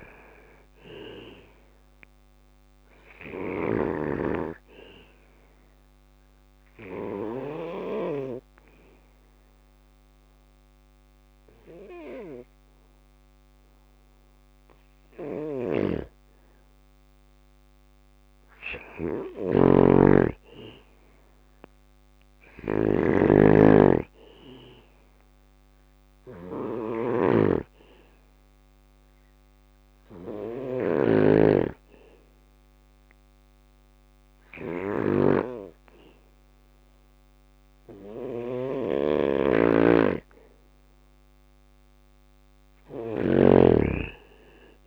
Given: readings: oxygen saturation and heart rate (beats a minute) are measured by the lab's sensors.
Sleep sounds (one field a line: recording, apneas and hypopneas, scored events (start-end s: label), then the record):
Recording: breathing in sleep by a microphone on the trachea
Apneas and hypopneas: 2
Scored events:
0.00-11.00 s: drop in pulse transit time (device-marked, heart rate 59 extreme)
1.00-14.00 s: obstructive apnea (oxygen 98% before, 92% lowest, heart rate 60 before, 59 extreme, up 3 after)
3.00-20.00 s: oxygen desaturation (device-marked, oxygen 97% before, 93% lowest, heart rate 61 before, 58 extreme)
6.00-8.00 s: bradycardia (device-marked, heart rate 60 before, 61 extreme)
14.50-44.87 s: snoring (device-marked)
21.50-25.00 s: arousal
28.00-38.00 s: oxygen desaturation (device-marked, oxygen 97% before, 93% lowest, heart rate 61 before, 57 extreme)
30.00-40.00 s: obstructive apnea (oxygen 97% before, 92% lowest, heart rate 61 before, 57 extreme, up 5 after)
35.00-40.00 s: bradycardia (device-marked, heart rate 61 before, 59 extreme)
From the record:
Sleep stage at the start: N2 (light sleep)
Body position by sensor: on the back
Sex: male